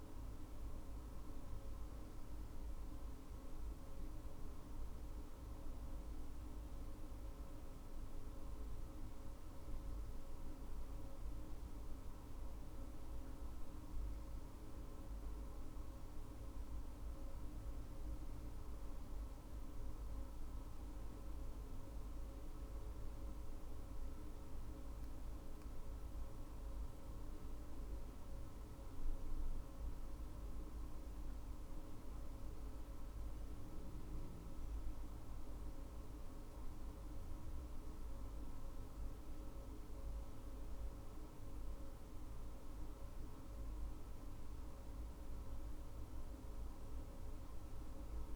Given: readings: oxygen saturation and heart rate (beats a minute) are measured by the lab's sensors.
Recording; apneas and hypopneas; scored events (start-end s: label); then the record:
breathing in sleep, hard to hear, by a room microphone; none
none scored
From the record:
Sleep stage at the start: N2 (light sleep); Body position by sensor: on the front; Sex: female